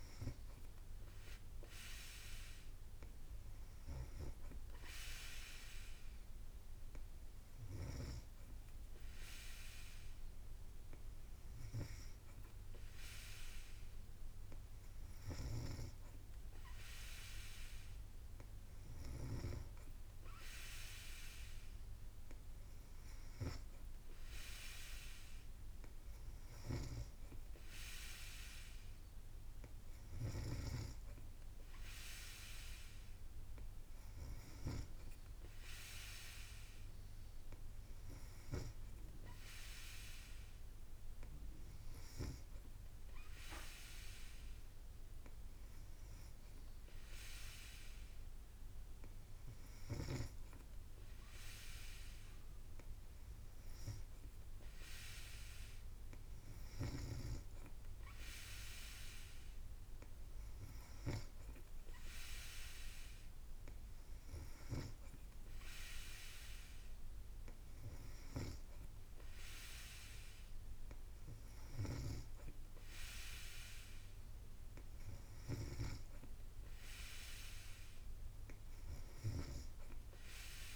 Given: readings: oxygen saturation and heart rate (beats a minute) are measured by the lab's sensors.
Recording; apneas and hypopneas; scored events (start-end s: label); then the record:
breathing in sleep by a room microphone; none
none scored
From the record:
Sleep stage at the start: N3 (deep sleep); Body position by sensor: on the back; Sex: female